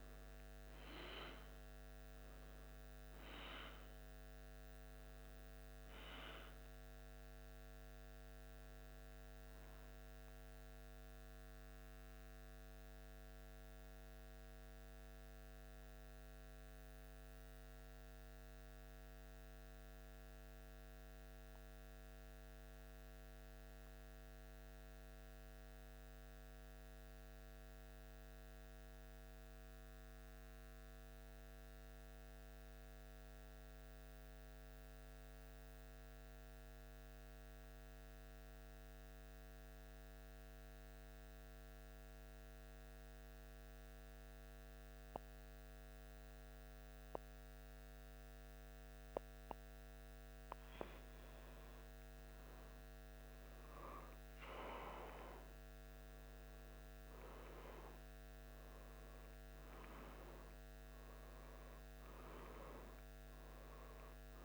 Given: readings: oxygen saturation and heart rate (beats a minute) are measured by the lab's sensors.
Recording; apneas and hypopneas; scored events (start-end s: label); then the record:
breathing in sleep by a microphone on the trachea; 1
10.00-50.50 s: mixed apnea (oxygen 97% before, 92% lowest, heart rate 77 before, 73 extreme, up 3 after)
34.00-48.00 s: oxygen desaturation (device-marked, oxygen 96% before, 93% lowest, heart rate 75 before, 73 extreme)
52.00-56.00 s: arousal
From the record:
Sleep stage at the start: N2 (light sleep); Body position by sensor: on the back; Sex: male